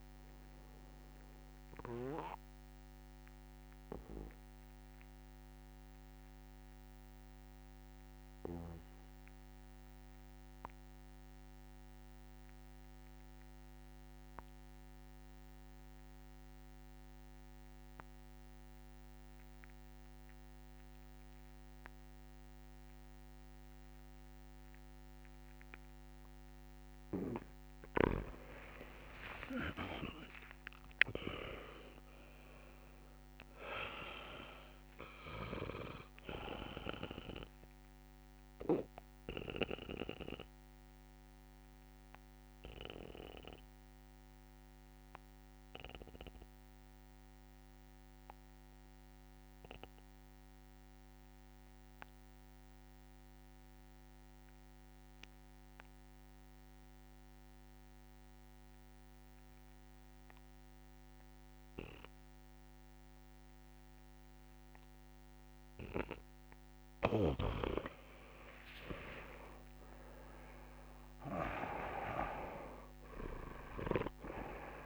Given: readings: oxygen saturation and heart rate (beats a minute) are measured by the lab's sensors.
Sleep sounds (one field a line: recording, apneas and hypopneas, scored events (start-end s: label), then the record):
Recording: breathing in sleep by a microphone on the trachea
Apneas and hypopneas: 2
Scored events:
0.00-11.00 s: oxygen desaturation (device-marked, oxygen 83% lowest, heart rate 65 extreme)
2.00-26.00 s: obstructive apnea (oxygen 99% before, 83% lowest, heart rate 74 before, 65 extreme, up 0 after)
26.00-51.00 s: oxygen desaturation (device-marked, oxygen 99% before, 86% lowest, heart rate 73 before, 67 extreme)
28.00-30.00 s: long interval between heartbeats (device-marked, heart rate 73 before, 65 extreme)
29.00-33.00 s: arousal
38.00-66.00 s: obstructive apnea (oxygen 99% before, 84% lowest, heart rate 72 before, 68 extreme, up 7 after)
64.00-74.86 s: oxygen desaturation (device-marked, oxygen 99% before, 84% lowest, heart rate 70 before, 70 extreme)
68.00-72.00 s: arousal
From the record:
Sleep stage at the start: N2 (light sleep)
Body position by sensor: on the back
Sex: male